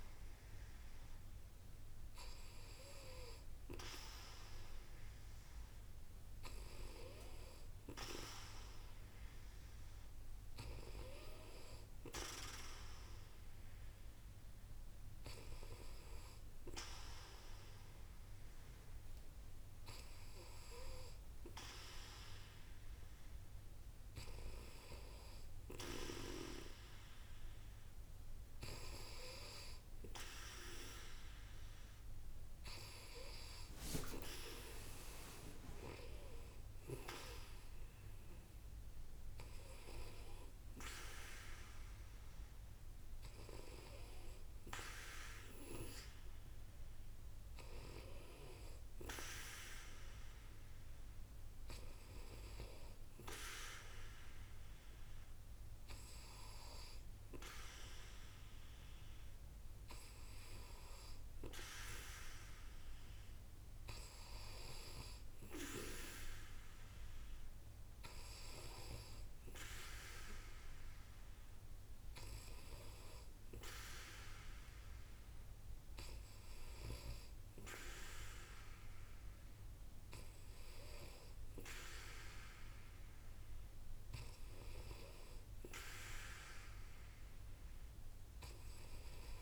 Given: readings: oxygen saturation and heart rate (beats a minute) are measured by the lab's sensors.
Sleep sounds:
breathing in sleep by a room microphone; none
none scored
From the record:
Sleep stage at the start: N2 (light sleep); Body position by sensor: on the back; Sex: female

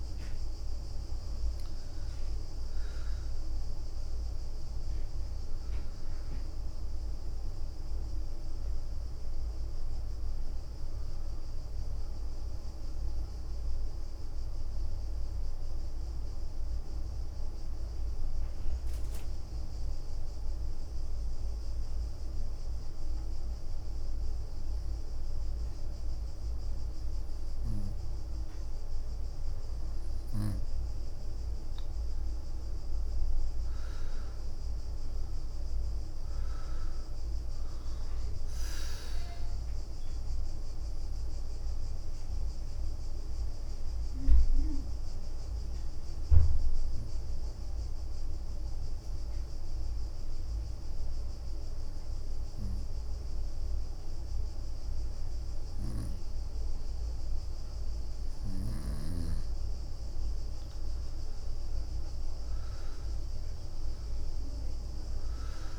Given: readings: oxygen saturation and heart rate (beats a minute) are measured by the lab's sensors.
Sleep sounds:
breathing in sleep, hard to hear, by a room microphone; 2
0.50-2.50 s: leg movement (device-marked)
1.50-6.00 s: arousal
2.50-22.50 s: oxygen desaturation (device-marked, oxygen 98% before, 94% lowest, heart rate 63 before, 57 extreme)
3.50-5.50 s: leg movement (device-marked)
6.50-8.50 s: leg movement (device-marked)
9.50-11.00 s: leg movement (device-marked)
11.00-26.00 s: hypopnea (oxygen 98% before, 94% lowest, heart rate 66 before, 57 extreme, up 11 after)
11.50-17.50 s: bradycardia (device-marked, heart rate 66 before, 57 extreme)
12.50-14.50 s: leg movement (device-marked)
29.50-30.50 s: leg movement (device-marked)
30.50-34.50 s: arousal
33.50-51.50 s: oxygen desaturation (device-marked, oxygen 98% before, 95% lowest, heart rate 61 before, 59 extreme)
35.00-39.50 s: leg movement (device-marked)
41.50-43.50 s: bradycardia (device-marked, heart rate 66 before, 63 extreme)
43.00-56.50 s: hypopnea (oxygen 98% before, 94% lowest, heart rate 66 before, 57 extreme, up 8 after)
43.50-52.50 s: leg movement (device-marked)
55.50-65.50 s: leg movement (device-marked)
60.50-64.50 s: arousal
From the record:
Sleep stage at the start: N2 (light sleep); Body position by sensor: on the right side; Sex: female

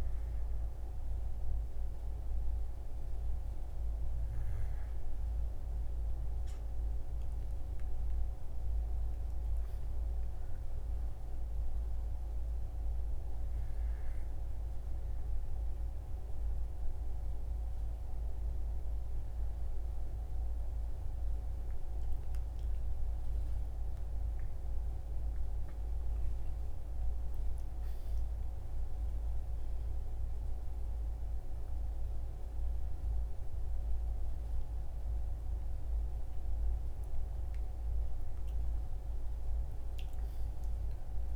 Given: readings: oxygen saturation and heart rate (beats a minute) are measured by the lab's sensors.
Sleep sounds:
a person awake in a sleep study, hard to hear, by a room microphone; none
38.00-41.36 s: new sleep stage, N2 (light sleep)
From the record:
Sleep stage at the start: awake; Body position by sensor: on the right side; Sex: male

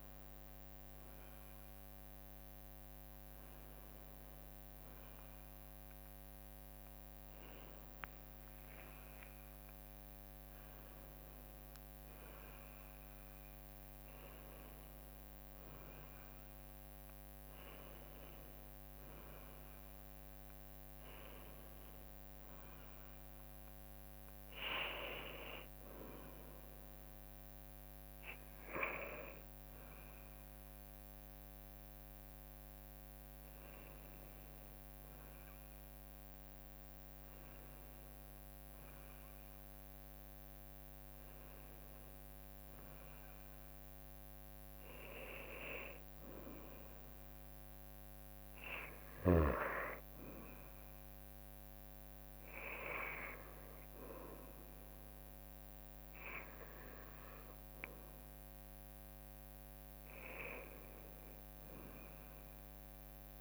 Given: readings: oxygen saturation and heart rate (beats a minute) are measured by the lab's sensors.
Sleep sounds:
breathing in sleep by a microphone on the trachea; none
9.00-11.00 s: long interval between heartbeats (device-marked, heart rate 64 before, 73 extreme)
10.50-14.50 s: arousal
62.50-63.41 s: new sleep stage, N2 (light sleep)
From the record:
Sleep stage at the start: N1 (lightest sleep); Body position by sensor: on the right side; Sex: female

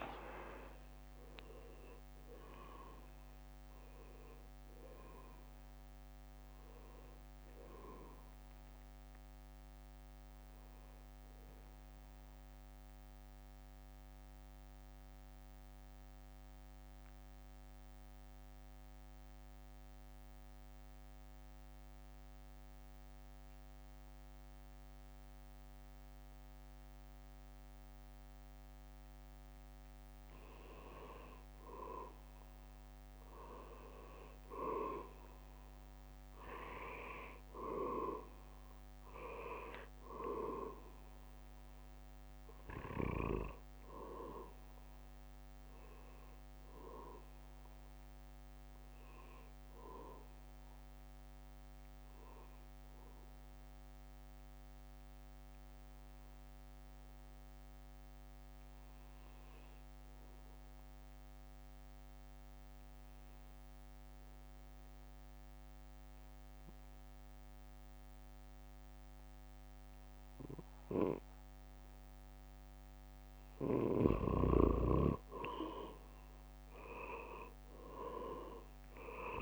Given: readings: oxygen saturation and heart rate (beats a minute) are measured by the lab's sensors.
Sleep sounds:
breathing in sleep by a microphone on the trachea; 2
0.00-2.50 s: leg movement (device-marked)
0.00-11.00 s: drop in pulse transit time (device-marked, heart rate 65 extreme)
0.00-28.00 s: oxygen desaturation (device-marked, oxygen 91% lowest, heart rate 55 extreme)
6.50-9.00 s: leg movement (device-marked)
13.50-30.00 s: mixed apnea (oxygen 98% before, 91% lowest, heart rate 68 before, 55 extreme, up 3 after)
33.50-39.00 s: arousal
45.00-61.00 s: oxygen desaturation (device-marked, oxygen 98% before, 93% lowest, heart rate 57 before, 55 extreme)
53.00-73.50 s: obstructive apnea (oxygen 99% before, 91% lowest, heart rate 59 before, 55 extreme, up 13 after)
77.00-79.42 s: arousal
From the record:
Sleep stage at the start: N2 (light sleep); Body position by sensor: on the back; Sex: male

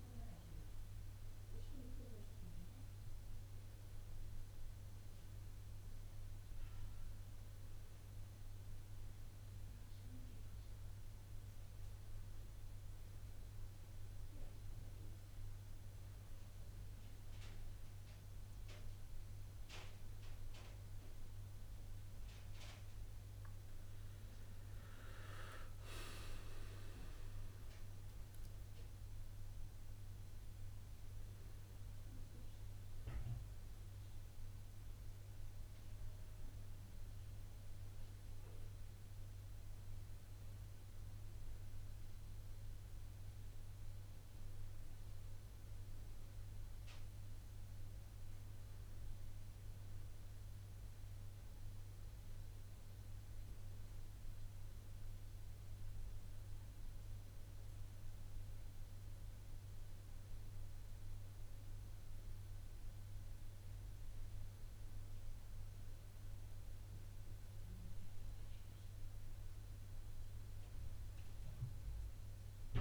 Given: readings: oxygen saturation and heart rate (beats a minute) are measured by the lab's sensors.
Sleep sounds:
breathing in sleep by a room microphone; none
none scored
From the record:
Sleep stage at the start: N1 (lightest sleep); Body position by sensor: on the back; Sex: male

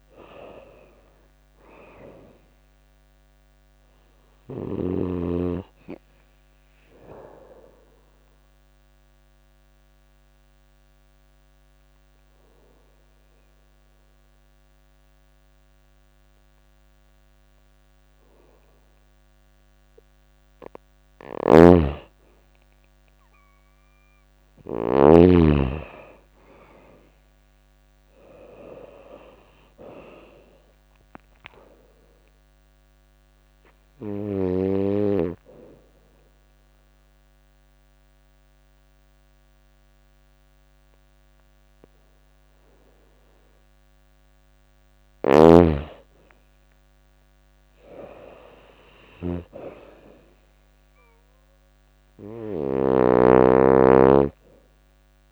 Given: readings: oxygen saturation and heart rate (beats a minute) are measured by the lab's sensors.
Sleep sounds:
breathing in sleep by a microphone on the trachea; 2
0.00-2.00 s: arousal
5.50-21.50 s: oxygen desaturation (device-marked, oxygen 98% before, 91% lowest, heart rate 88 before, 84 extreme)
6.50-19.00 s: obstructive apnea (oxygen 98% before, 89% lowest, heart rate 88 before, 84 extreme, up 3 after)
20.50-24.50 s: snoring (device-marked)
22.00-26.50 s: arousal
31.50-43.00 s: obstructive apnea (oxygen 98% before, 89% lowest, heart rate 85 before, 84 extreme, up 4 after)
32.50-47.50 s: oxygen desaturation (device-marked, oxygen 98% before, 89% lowest, heart rate 86 before, 84 extreme)
44.50-55.32 s: snoring (device-marked)
47.00-51.50 s: arousal
From the record:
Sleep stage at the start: N2 (light sleep); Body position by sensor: on the right side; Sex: female

